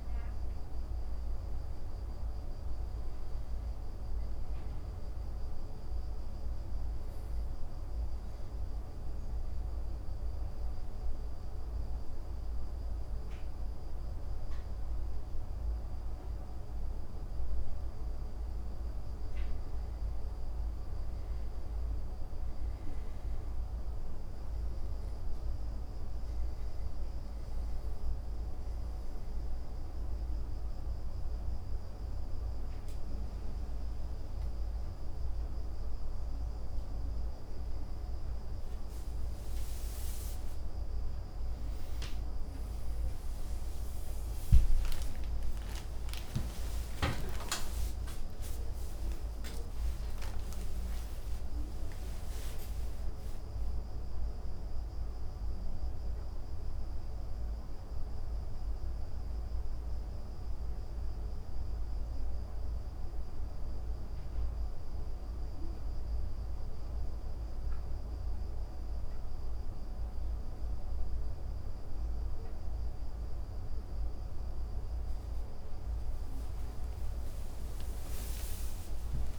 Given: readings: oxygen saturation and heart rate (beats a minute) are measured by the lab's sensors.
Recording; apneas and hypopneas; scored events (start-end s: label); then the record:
a person partly awake in a sleep study, hard to hear, by a room microphone; 2
0.50-19.50 s: oxygen desaturation (device-marked, oxygen 96% before, 92% lowest)
4.50-16.00 s: obstructive apnea (oxygen 96% before, 91% lowest)
16.50-20.00 s: arousal
24.50-35.50 s: obstructive apnea (oxygen 96% before, 91% lowest)
26.50-38.50 s: oxygen desaturation (device-marked, oxygen 96% before, 92% lowest)
46.50-79.39 s: new sleep stage, awake
50.50-61.50 s: oxygen desaturation (device-marked, oxygen 96% before, 91% lowest)
From the record:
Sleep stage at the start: N2 (light sleep); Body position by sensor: on the back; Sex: male